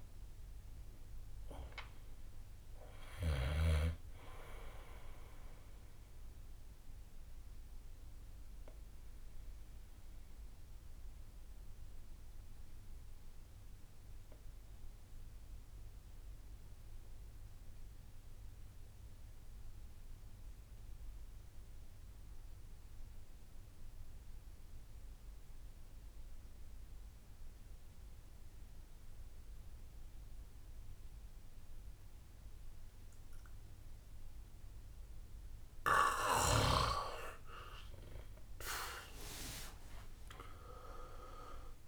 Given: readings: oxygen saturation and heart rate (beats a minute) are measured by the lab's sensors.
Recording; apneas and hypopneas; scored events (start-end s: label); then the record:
breathing in sleep by a room microphone; 1
0.00-2.00 s: arousal
0.00-3.50 s: snoring (device-marked)
0.00-7.50 s: drop in pulse transit time (device-marked, heart rate 63 extreme)
0.00-15.50 s: oxygen desaturation (device-marked, oxygen 88% lowest, heart rate 56 extreme)
6.50-17.50 s: bradycardia (device-marked, heart rate 65 before, 56 extreme)
8.50-37.00 s: obstructive apnea (oxygen 99% before, 86% lowest, heart rate 71 before, 53 extreme)
23.50-33.50 s: bradycardia (device-marked, heart rate 65 before, 57 extreme)
32.50-41.88 s: oxygen desaturation (device-marked, oxygen 98% before, 86% lowest, heart rate 59 before, 53 extreme)
36.50-41.88 s: snoring (device-marked)
37.50-39.50 s: long interval between heartbeats (device-marked, heart rate 59 before, 70 extreme)
37.50-41.88 s: tachycardia (device-marked, heart rate 65 before, 127 extreme)
39.00-41.88 s: arousal
39.50-41.88 s: drop in pulse transit time (device-marked, heart rate 61 before, 65 extreme)
From the record:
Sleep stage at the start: N2 (light sleep); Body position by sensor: on the back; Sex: male